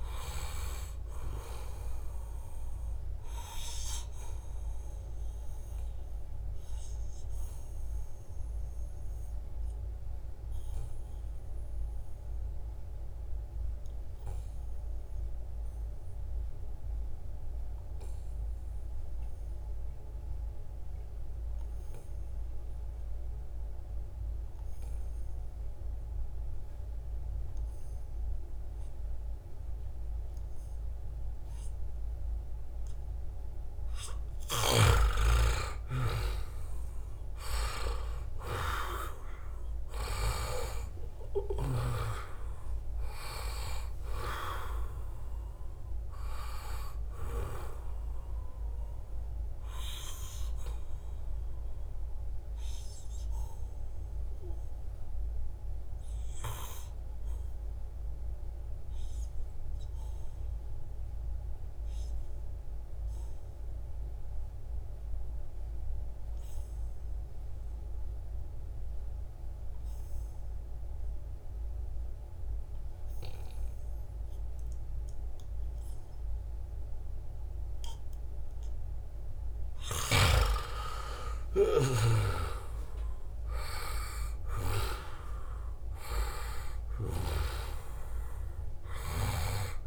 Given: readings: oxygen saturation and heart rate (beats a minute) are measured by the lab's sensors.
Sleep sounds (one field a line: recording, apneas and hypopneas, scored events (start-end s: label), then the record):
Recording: breathing in sleep by a room microphone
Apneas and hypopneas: 2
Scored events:
0.00-14.50 s: oxygen desaturation (device-marked, oxygen 88% lowest, heart rate 71 extreme)
2.00-34.00 s: obstructive apnea (oxygen 97% before, 88% lowest, heart rate 74 before, 71 extreme, up 9 after)
31.00-33.00 s: long interval between heartbeats (device-marked, heart rate 73 before, 80 extreme)
31.50-58.50 s: oxygen desaturation (device-marked, oxygen 97% before, 89% lowest, heart rate 73 before, 69 extreme)
35.00-40.50 s: arousal
47.50-80.00 s: obstructive apnea (oxygen 98% before, 88% lowest, heart rate 77 before, 69 extreme, up 9 after)
74.50-89.87 s: oxygen desaturation (device-marked, oxygen 98% before, 88% lowest, heart rate 75 before, 68 extreme)
81.00-85.00 s: arousal
From the record:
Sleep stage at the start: REM sleep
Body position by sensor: on the back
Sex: male